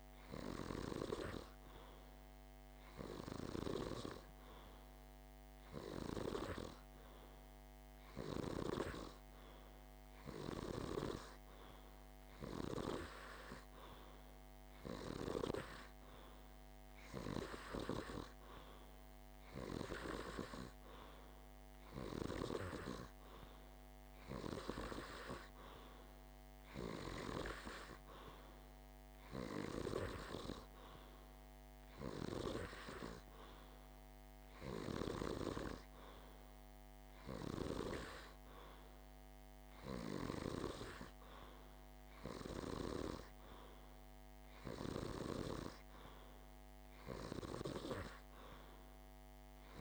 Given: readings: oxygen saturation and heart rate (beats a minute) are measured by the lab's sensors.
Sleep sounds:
breathing in sleep by a microphone on the trachea; none
none scored
From the record:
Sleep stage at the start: N2 (light sleep); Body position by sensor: on the back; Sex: male

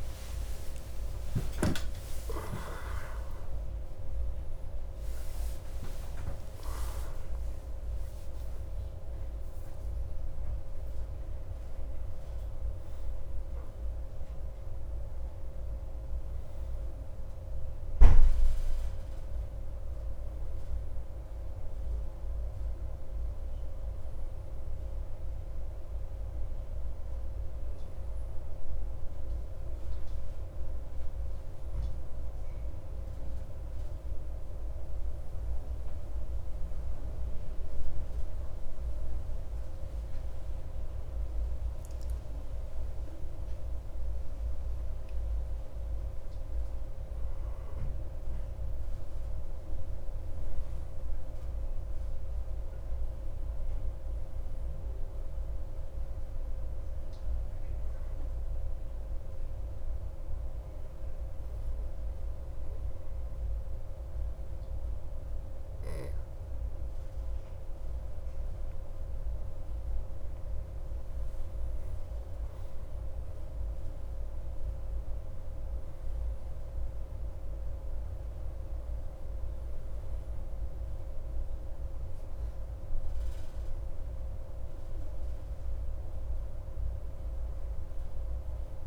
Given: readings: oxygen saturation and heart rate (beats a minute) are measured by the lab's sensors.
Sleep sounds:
breathing in sleep, hard to hear, by a room microphone; 1
0.00-6.50 s: arousal
56.00-69.50 s: hypopnea (oxygen 97% before, 94% lowest)
73.00-77.00 s: arousal
From the record:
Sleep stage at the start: N2 (light sleep); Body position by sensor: on the back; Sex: male

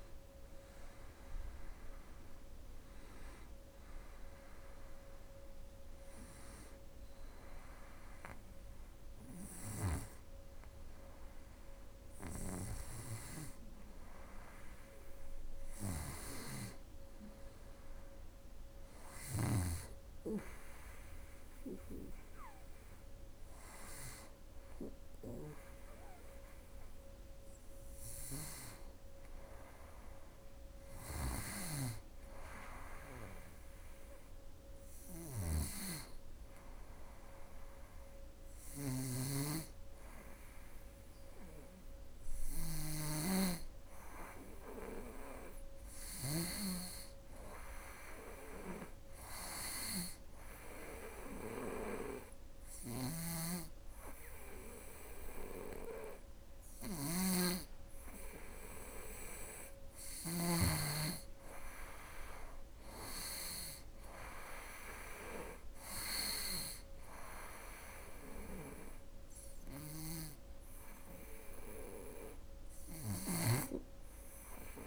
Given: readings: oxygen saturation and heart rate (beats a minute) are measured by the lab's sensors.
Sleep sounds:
breathing in sleep by a room microphone; 1
29.50-74.87 s: new sleep stage, N2 (light sleep)
30.50-45.50 s: snoring (device-marked)
34.50-38.50 s: arousal
48.50-59.00 s: obstructive apnea (oxygen 98% before, 95% lowest, heart rate 80 before, 79 extreme, up 5 after)
52.00-59.50 s: snoring (device-marked)
61.00-66.00 s: arousal
69.00-72.50 s: snoring (device-marked)
From the record:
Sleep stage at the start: N1 (lightest sleep); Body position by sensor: on the right side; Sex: female

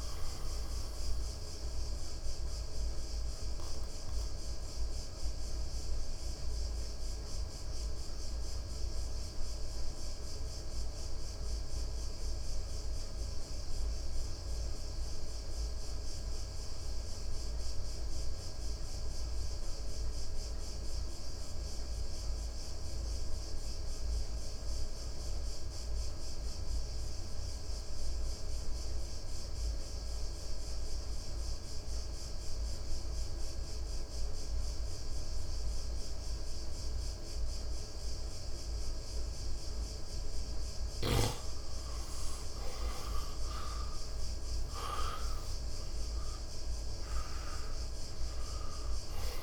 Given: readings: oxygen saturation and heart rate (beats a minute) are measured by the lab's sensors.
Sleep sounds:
breathing in sleep, hard to hear, by a room microphone; 1
0.00-14.00 s: oxygen desaturation (device-marked, oxygen 92% lowest, heart rate 57 extreme)
2.00-40.00 s: obstructive apnea (oxygen 100% before, 88% lowest, heart rate 61 before, 57 extreme, up 9 after)
30.00-49.43 s: oxygen desaturation (device-marked, oxygen 98% before, 88% lowest, heart rate 59 before, 57 extreme)
44.00-47.50 s: arousal
From the record:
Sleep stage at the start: N2 (light sleep); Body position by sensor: on the right side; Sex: male

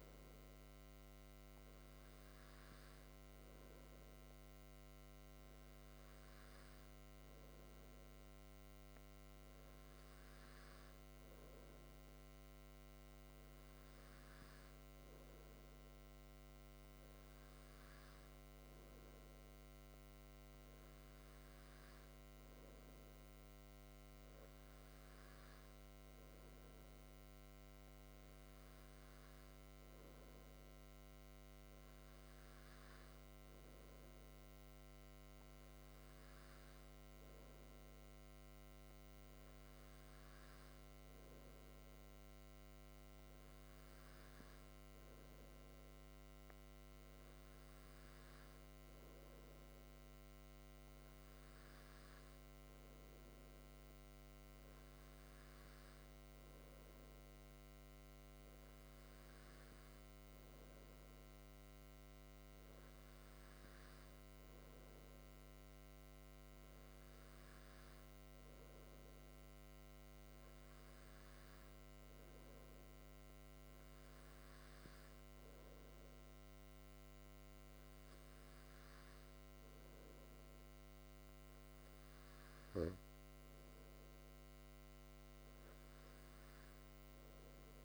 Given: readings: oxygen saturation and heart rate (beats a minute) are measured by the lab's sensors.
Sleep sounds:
breathing in sleep, hard to hear, by a microphone on the trachea; none
none scored
From the record:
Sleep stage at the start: N2 (light sleep); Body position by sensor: on the back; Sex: male

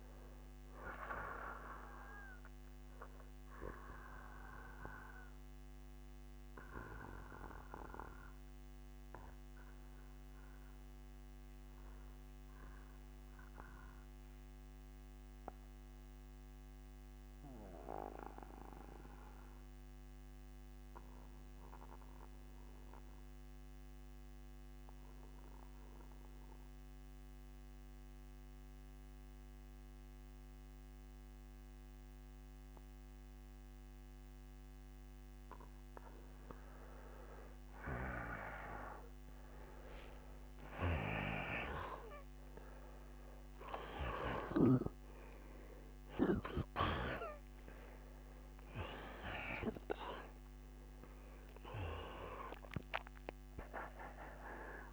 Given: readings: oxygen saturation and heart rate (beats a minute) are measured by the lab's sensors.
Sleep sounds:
breathing in sleep by a microphone on the trachea; 1
0.00-9.00 s: oxygen desaturation (device-marked, oxygen 87% lowest, heart rate 61 extreme)
5.00-34.50 s: obstructive apnea (oxygen 95% before, 85% lowest, heart rate 69 before, 61 extreme, up 6 after)
27.00-54.93 s: oxygen desaturation (device-marked, oxygen 97% before, 85% lowest, heart rate 62 before, 61 extreme)
36.00-40.00 s: arousal
From the record:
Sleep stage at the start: N2 (light sleep); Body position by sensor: on the back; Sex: male

